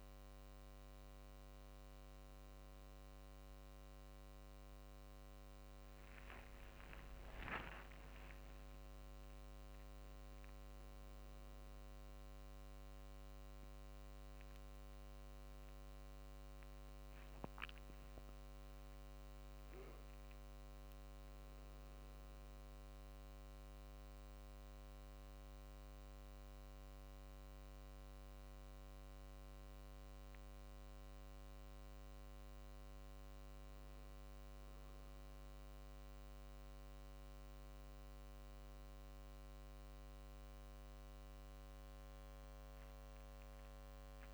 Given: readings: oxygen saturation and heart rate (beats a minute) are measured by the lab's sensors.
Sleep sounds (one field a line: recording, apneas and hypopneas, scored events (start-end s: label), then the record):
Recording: a person awake in a sleep study, hard to hear, by a microphone on the trachea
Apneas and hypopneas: none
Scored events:
none scored
From the record:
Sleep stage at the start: awake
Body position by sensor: on the back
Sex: male